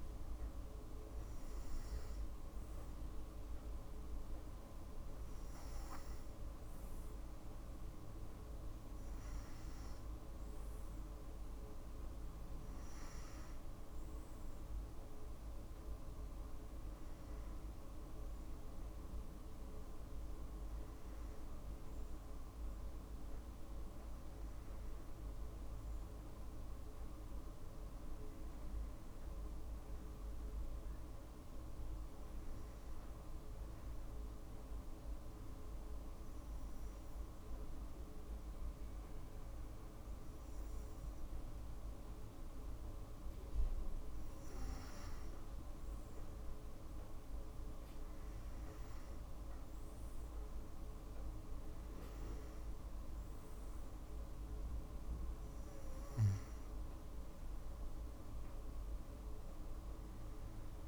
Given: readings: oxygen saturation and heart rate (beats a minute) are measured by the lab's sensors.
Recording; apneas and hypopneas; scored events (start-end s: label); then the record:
breathing in sleep, hard to hear, by a room microphone; 1
34.00-44.00 s: hypopnea (oxygen 95% before, 92% lowest, heart rate 58 before, 57 extreme, up 1 after)
46.50-49.50 s: arousal
51.00-60.88 s: oxygen desaturation (device-marked, oxygen 95% before, 92% lowest, heart rate 58 before, 57 extreme)
From the record:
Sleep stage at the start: N2 (light sleep); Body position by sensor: on the back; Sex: female